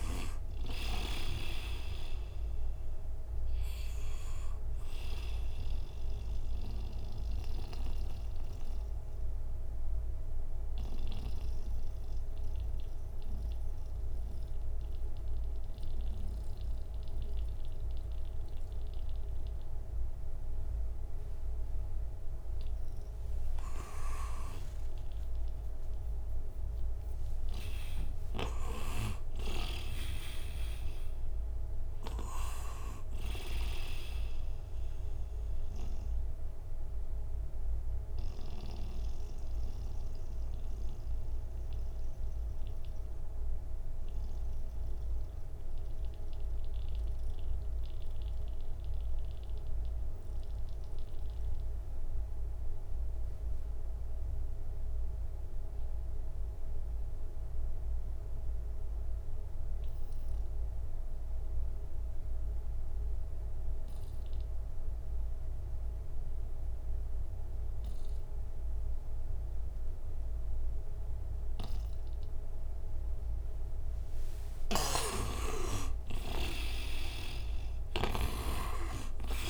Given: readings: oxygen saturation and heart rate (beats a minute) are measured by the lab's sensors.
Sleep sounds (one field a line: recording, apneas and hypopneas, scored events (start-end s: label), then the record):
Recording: breathing in sleep by a room microphone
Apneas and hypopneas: 2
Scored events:
0.00-1.00 s: snoring (device-marked)
0.00-26.00 s: oxygen desaturation (device-marked, oxygen 86% lowest, heart rate 59 extreme)
5.50-22.50 s: obstructive apnea (oxygen 98% before, 86% lowest, heart rate 71 before, 60 extreme, up 12 after)
23.50-28.00 s: arousal
36.50-73.00 s: mixed apnea (oxygen 98% before, 79% lowest, heart rate 67 before, 59 extreme, up 19 after)
42.00-54.00 s: oxygen desaturation (device-marked, oxygen 97% before, 92% lowest, heart rate 67 before, 59 extreme)
68.00-79.50 s: oxygen desaturation (device-marked, oxygen 97% before, 79% lowest, heart rate 61 before, 60 extreme)
74.00-79.50 s: arousal
74.50-79.50 s: snoring (device-marked)
From the record:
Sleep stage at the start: N2 (light sleep)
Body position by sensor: on the right side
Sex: male